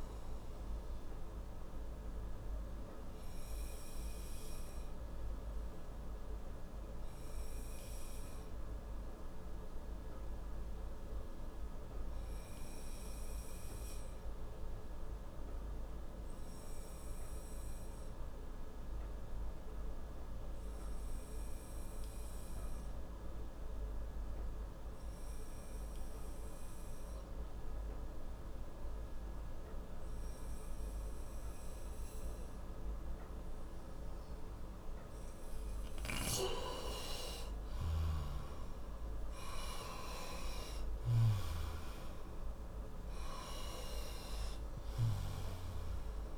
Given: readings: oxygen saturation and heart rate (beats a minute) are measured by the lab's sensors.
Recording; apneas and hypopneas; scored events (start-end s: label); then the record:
breathing in sleep, hard to hear, by a room microphone; 1
0.00-16.00 s: oxygen desaturation (device-marked, oxygen 90% lowest, heart rate 58 extreme)
2.00-31.50 s: obstructive apnea (oxygen 95% before, 89% lowest, heart rate 68 before, 58 extreme, up 8 after)
31.00-46.38 s: oxygen desaturation (device-marked, oxygen 97% before, 89% lowest, heart rate 61 before, 57 extreme)
33.00-35.50 s: arousal
35.50-41.00 s: snoring (device-marked)
From the record:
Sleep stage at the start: N2 (light sleep); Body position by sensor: on the right side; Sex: male